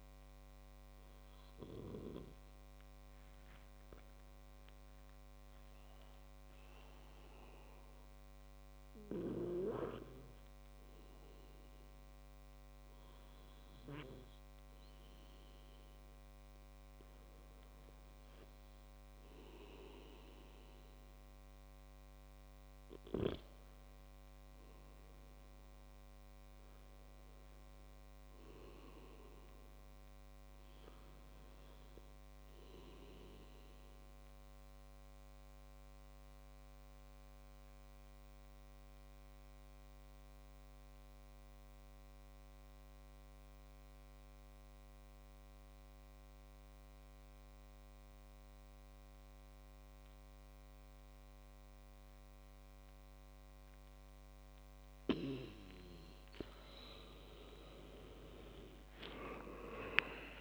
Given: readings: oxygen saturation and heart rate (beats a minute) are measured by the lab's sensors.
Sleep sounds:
breathing in sleep by a microphone on the trachea; 1
34.50-54.00 s: mixed apnea (oxygen 98% before, 93% lowest)
58.00-60.41 s: arousal
From the record:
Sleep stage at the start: N2 (light sleep); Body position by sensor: on the back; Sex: male

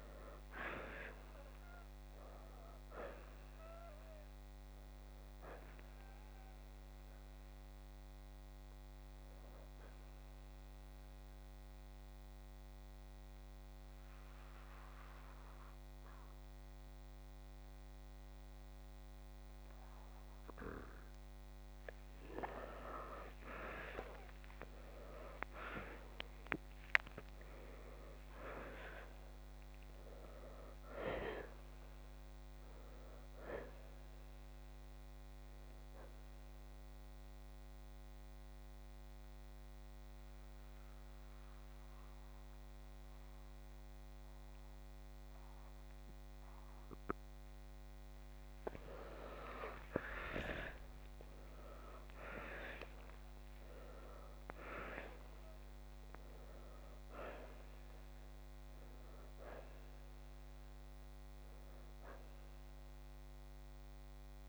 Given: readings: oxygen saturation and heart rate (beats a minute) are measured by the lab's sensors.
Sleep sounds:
breathing in sleep by a microphone on the trachea; 2
0.00-2.50 s: oxygen desaturation (device-marked, oxygen 84% lowest, heart rate 52 extreme)
3.00-7.00 s: arousal
10.50-21.50 s: central apnea (oxygen 95% before, 85% lowest, heart rate 65 before, 52 extreme, up 11 after)
13.50-26.50 s: oxygen desaturation (device-marked, oxygen 95% before, 87% lowest, heart rate 67 before, 52 extreme)
23.50-27.00 s: arousal
33.50-40.50 s: oxygen desaturation (device-marked, oxygen 96% before, 93% lowest, heart rate 60 before, 53 extreme)
36.00-48.00 s: mixed apnea (oxygen 96% before, 85% lowest, heart rate 60 before, 53 extreme, up 16 after)
42.50-54.50 s: oxygen desaturation (device-marked, oxygen 95% before, 85% lowest, heart rate 62 before, 52 extreme)
51.00-55.50 s: arousal
From the record:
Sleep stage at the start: N2 (light sleep); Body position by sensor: on the left side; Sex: male

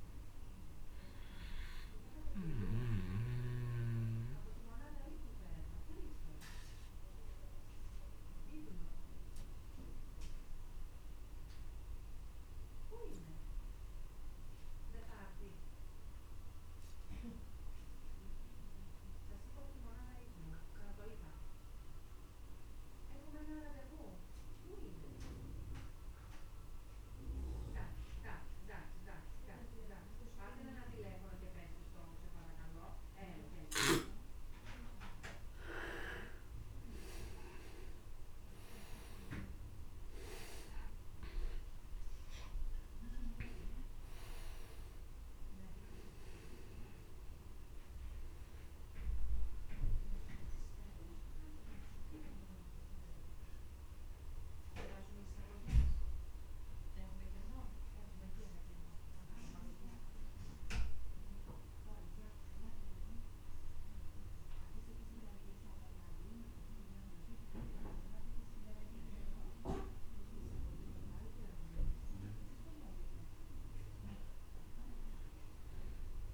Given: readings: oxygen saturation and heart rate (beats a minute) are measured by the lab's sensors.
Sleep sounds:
breathing in sleep by a room microphone; 1
0.00-16.50 s: oxygen desaturation (device-marked, oxygen 86% lowest, heart rate 31 extreme)
4.00-35.00 s: obstructive apnea (oxygen 97% before, 86% lowest)
37.50-41.00 s: arousal
39.50-68.50 s: oxygen desaturation (device-marked, oxygen 99% before, 89% lowest)
43.50-73.50 s: new sleep stage, N1 (lightest sleep)
71.50-75.00 s: arousal
73.50-76.34 s: new sleep stage, N2 (light sleep)
From the record:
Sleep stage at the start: N2 (light sleep); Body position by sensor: on the back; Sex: male

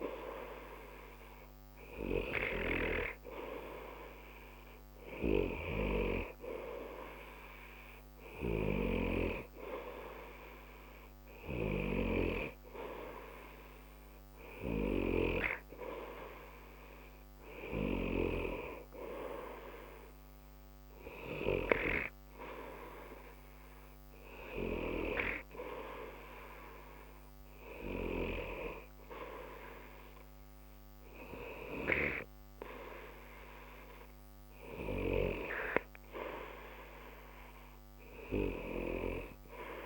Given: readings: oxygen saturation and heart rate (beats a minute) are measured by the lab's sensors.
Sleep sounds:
breathing in sleep by a microphone on the trachea; none
none scored
From the record:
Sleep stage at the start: N2 (light sleep); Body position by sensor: on the right side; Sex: male

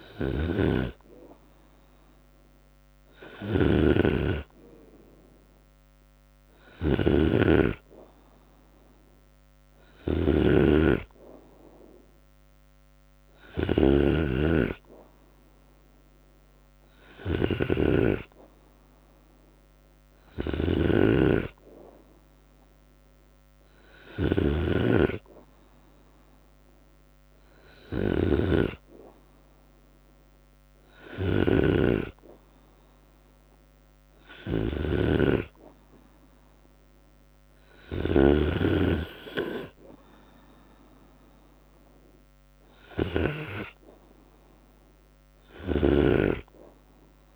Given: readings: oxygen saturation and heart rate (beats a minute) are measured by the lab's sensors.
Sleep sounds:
breathing in sleep by a microphone on the trachea; none
0.00-11.00 s: drop in pulse transit time (device-marked, heart rate 76 extreme)
2.50-37.50 s: snoring (device-marked)
4.50-6.50 s: long interval between heartbeats (device-marked, heart rate 80 before, 86 extreme)
39.00-47.36 s: drop in pulse transit time (device-marked, heart rate 78 before, 69 extreme)
From the record:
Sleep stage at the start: N2 (light sleep); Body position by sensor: on the right side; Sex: male

